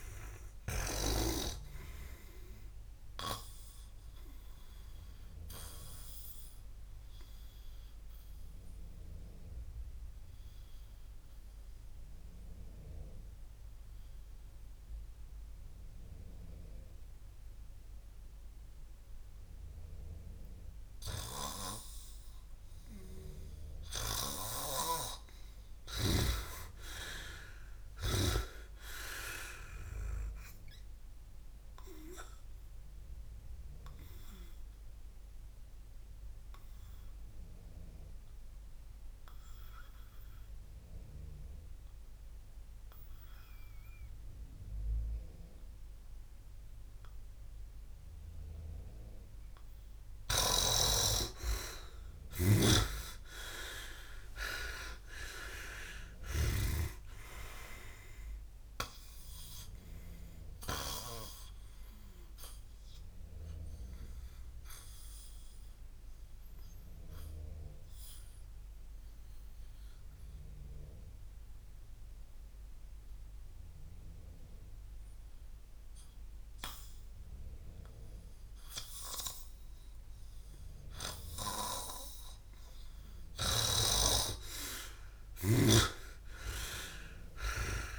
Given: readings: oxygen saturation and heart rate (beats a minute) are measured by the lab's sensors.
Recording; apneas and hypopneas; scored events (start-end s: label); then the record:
breathing in sleep by a room microphone; 3
5.00-21.50 s: obstructive apnea (oxygen 97% before, 88% lowest, heart rate 65 before, 56 extreme, up 22 after)
25.00-29.00 s: arousal
33.00-46.00 s: oxygen desaturation (device-marked, oxygen 99% before, 95% lowest, heart rate 65 before, 59 extreme)
34.50-48.50 s: obstructive apnea (oxygen 99% before, 88% lowest, heart rate 66 before, 59 extreme, up 20 after)
52.50-56.50 s: snoring (device-marked)
53.00-56.50 s: arousal
63.50-81.50 s: obstructive apnea (oxygen 97% before, 88% lowest, heart rate 66 before, 57 extreme, up 18 after)
64.00-86.00 s: oxygen desaturation (device-marked, oxygen 97% before, 88% lowest, heart rate 66 before, 56 extreme)
85.50-87.99 s: arousal
From the record:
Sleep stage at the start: N2 (light sleep); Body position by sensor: on the back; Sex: male